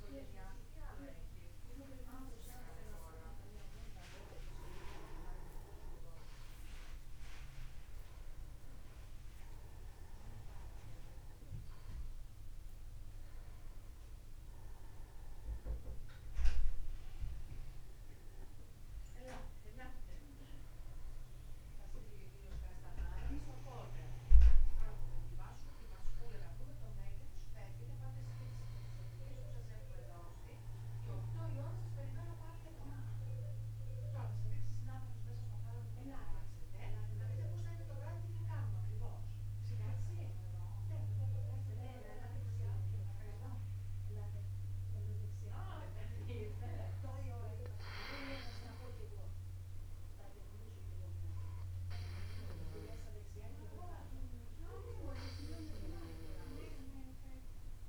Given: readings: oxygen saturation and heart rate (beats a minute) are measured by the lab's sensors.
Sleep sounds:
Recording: a person partly awake in a sleep study, by a room microphone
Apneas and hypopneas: none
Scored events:
11.50-41.50 s: new sleep stage, N1 (lightest sleep)
41.50-57.89 s: new sleep stage, N2 (light sleep)
From the record:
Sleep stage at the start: awake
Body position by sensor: upright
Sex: male

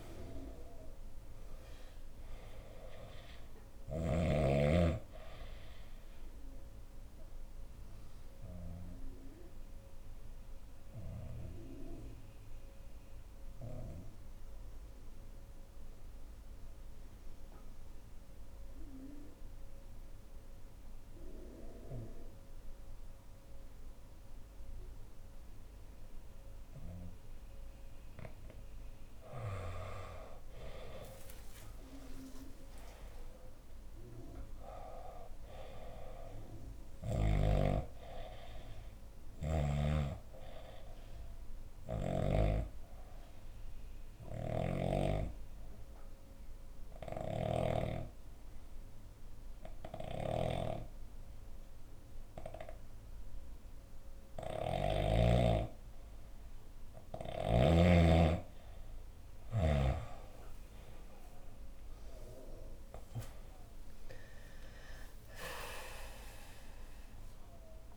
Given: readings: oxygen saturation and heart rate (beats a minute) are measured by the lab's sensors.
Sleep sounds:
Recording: breathing in sleep by a room microphone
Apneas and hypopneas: 2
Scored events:
0.00-2.00 s: arousal
0.00-16.50 s: oxygen desaturation (device-marked, oxygen 89% lowest, heart rate 56 extreme)
4.50-26.50 s: obstructive apnea (oxygen 98% before, 89% lowest, heart rate 65 before, 56 extreme, up 14 after)
6.50-17.50 s: bradycardia (device-marked, heart rate 66 before, 56 extreme)
28.50-47.50 s: oxygen desaturation (device-marked, oxygen 98% before, 89% lowest, heart rate 60 before, 59 extreme)
30.00-34.00 s: arousal
36.00-58.50 s: obstructive apnea (oxygen 98% before, 89% lowest, heart rate 64 before, 56 extreme, up 17 after)
42.50-44.50 s: bradycardia (device-marked, heart rate 66 before, 61 extreme)
61.50-67.00 s: arousal
62.50-67.97 s: oxygen desaturation (device-marked, oxygen 98% before, 91% lowest, heart rate 62 before, 56 extreme)
From the record:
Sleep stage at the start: N2 (light sleep)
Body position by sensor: on the left side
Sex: female

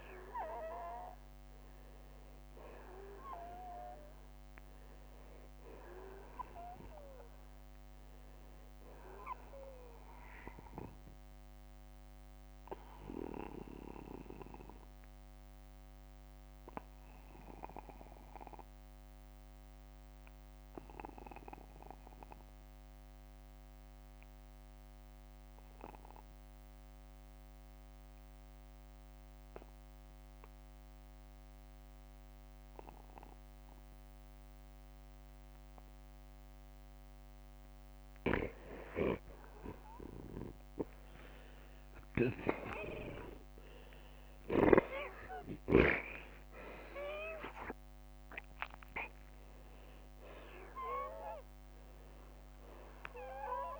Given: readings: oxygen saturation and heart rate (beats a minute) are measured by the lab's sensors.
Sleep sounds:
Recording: breathing in sleep by a microphone on the trachea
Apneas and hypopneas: 1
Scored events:
12.00-37.00 s: obstructive apnea (oxygen 97% before, 83% lowest, heart rate 62 before, 47 extreme, up 15 after)
12.50-14.50 s: long interval between heartbeats (device-marked, heart rate 62 before, 65 extreme)
14.50-16.50 s: long interval between heartbeats (device-marked, heart rate 62 before, 62 extreme)
14.50-35.50 s: oxygen desaturation (device-marked, oxygen 92% before, 83% lowest, heart rate 62 before, 47 extreme)
25.00-27.00 s: long interval between heartbeats (device-marked, heart rate 59 before, 52 extreme)
34.00-36.00 s: long interval between heartbeats (device-marked, heart rate 55 before, 65 extreme)
36.00-38.00 s: long interval between heartbeats (device-marked, heart rate 55 before, 66 extreme)
41.00-45.50 s: arousal
From the record:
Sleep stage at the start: N2 (light sleep)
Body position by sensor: on the back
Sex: male

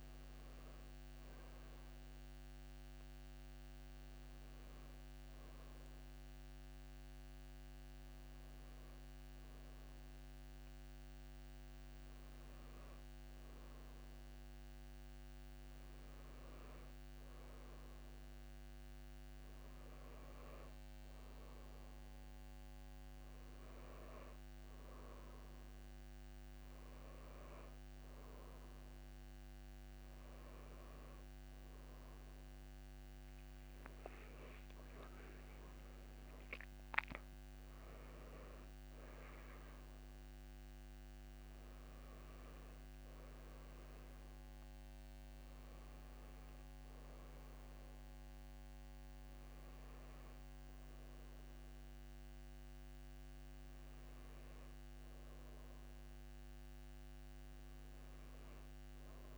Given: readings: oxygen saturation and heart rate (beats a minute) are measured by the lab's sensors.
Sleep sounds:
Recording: breathing in sleep, hard to hear, by a microphone on the trachea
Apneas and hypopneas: none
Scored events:
30.50-34.00 s: arousal
From the record:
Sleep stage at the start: N1 (lightest sleep)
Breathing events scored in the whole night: 282 in 4.2 hours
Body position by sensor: on the back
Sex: female

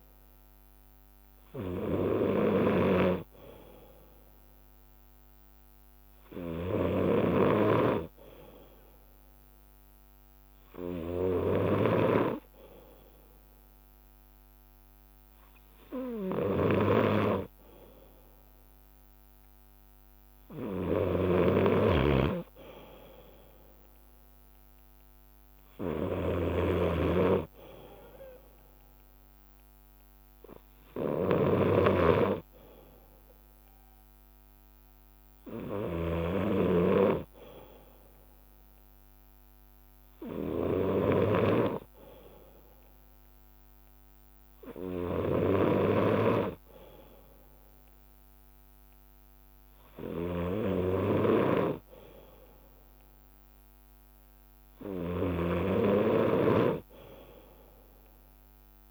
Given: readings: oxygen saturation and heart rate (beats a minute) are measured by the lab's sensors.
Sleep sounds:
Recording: breathing in sleep by a microphone on the trachea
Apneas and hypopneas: none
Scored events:
0.00-3.00 s: leg movement (device-marked)
2.00-14.00 s: bradycardia (device-marked, heart rate 59 before, 59 extreme)
5.00-10.50 s: leg movement (device-marked)
16.50-19.50 s: leg movement (device-marked)
21.00-23.00 s: bradycardia (device-marked, heart rate 59 before, 60 extreme)
21.50-27.00 s: snoring (device-marked)
21.50-28.00 s: leg movement (device-marked)
25.00-34.00 s: bradycardia (device-marked, heart rate 59 before, 59 extreme)
30.50-32.50 s: leg movement (device-marked)
33.50-37.50 s: leg movement (device-marked)
36.00-58.91 s: bradycardia (device-marked, heart rate 59 before, 58 extreme)
39.00-49.50 s: leg movement (device-marked)
51.50-54.50 s: leg movement (device-marked)
From the record:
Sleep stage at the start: N2 (light sleep)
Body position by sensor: on the left side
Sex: male

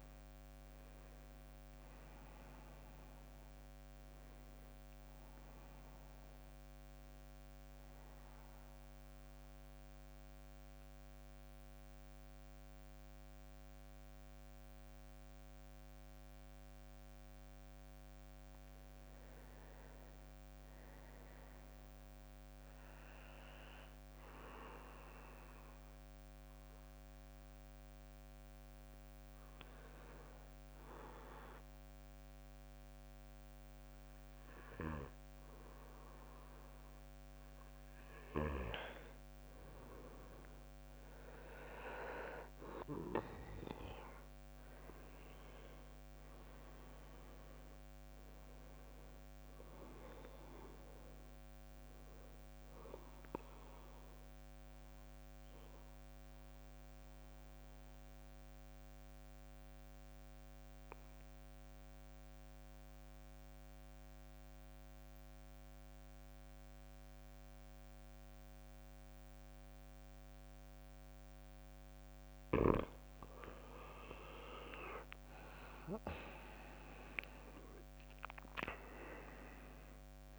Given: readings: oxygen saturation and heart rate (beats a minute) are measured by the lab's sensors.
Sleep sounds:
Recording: breathing in sleep by a microphone on the trachea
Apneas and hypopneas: 3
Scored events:
0.00-13.00 s: oxygen desaturation (device-marked, oxygen 94% lowest, heart rate 55 extreme)
7.00-17.50 s: central apnea (oxygen 98% before, 93% lowest, heart rate 66 before, 55 extreme, up 8 after)
18.50-21.00 s: arousal
24.00-37.00 s: obstructive apnea (oxygen 98% before, 91% lowest, heart rate 60 before, 57 extreme, up 6 after)
43.00-62.00 s: oxygen desaturation (device-marked, oxygen 96% before, 93% lowest, heart rate 62 before, 57 extreme)
43.50-48.50 s: arousal
53.00-72.50 s: mixed apnea (oxygen 98% before, 91% lowest, heart rate 65 before, 57 extreme, up 14 after)
73.50-75.00 s: leg movement (device-marked)
74.00-80.38 s: oxygen desaturation (device-marked, oxygen 97% before, 91% lowest, heart rate 61 before, 59 extreme)
75.00-80.38 s: arousal
76.00-80.38 s: drop in pulse transit time (device-marked, heart rate 61 before, 63 extreme)
From the record:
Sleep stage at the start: N2 (light sleep)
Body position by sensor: on the back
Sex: male

